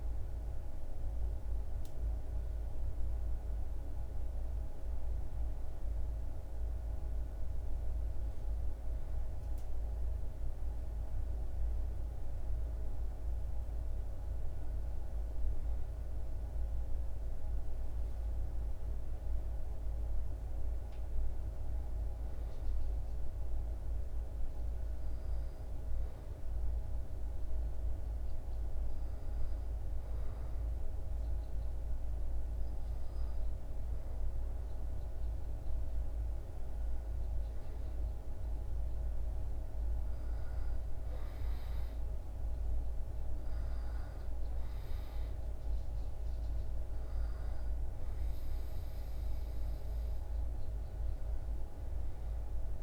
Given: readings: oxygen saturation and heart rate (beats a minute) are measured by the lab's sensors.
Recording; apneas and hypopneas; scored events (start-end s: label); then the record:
breathing in sleep, hard to hear, by a room microphone; none
none scored
From the record:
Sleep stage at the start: N2 (light sleep); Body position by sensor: on the back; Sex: male